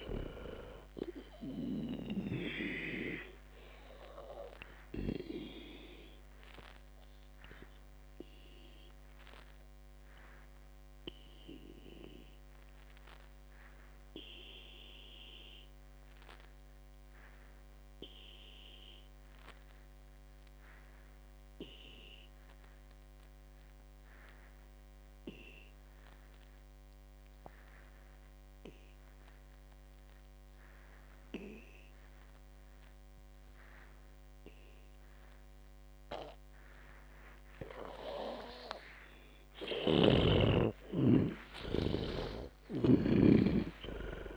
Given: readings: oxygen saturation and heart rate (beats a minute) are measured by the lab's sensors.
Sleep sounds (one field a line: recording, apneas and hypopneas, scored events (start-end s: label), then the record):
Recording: breathing in sleep by a microphone on the trachea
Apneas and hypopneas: 1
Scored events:
0.00-3.00 s: snoring (device-marked)
0.00-18.50 s: oxygen desaturation (device-marked, oxygen 91% lowest, heart rate 58 extreme)
3.50-38.00 s: obstructive apnea (oxygen 98% before, 88% lowest, heart rate 70 before, 58 extreme, up 36 after)
35.50-44.36 s: oxygen desaturation (device-marked, oxygen 98% before, 88% lowest, heart rate 62 before, 57 extreme)
39.50-44.00 s: arousal
From the record:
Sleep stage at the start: N2 (light sleep)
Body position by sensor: on the back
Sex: female